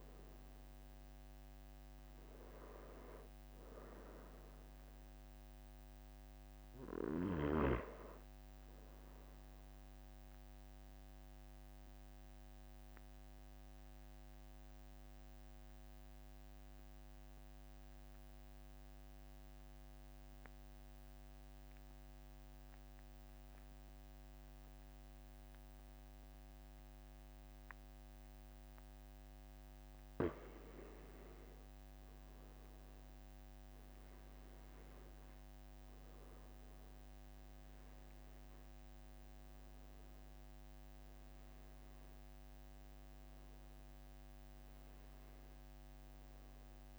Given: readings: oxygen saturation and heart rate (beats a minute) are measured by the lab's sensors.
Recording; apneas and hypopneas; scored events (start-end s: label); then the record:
breathing in sleep by a microphone on the trachea; 1
4.00-21.00 s: oxygen desaturation (device-marked, oxygen 96% before, 93% lowest, heart rate 46 before, 44 extreme)
11.00-29.50 s: obstructive apnea (oxygen 97% before, 92% lowest, heart rate 46 before, 45 extreme, up 2 after)
29.00-46.99 s: new sleep stage, N1 (lightest sleep)
38.00-43.00 s: arousal
From the record:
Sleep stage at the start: N2 (light sleep); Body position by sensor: on the back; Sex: male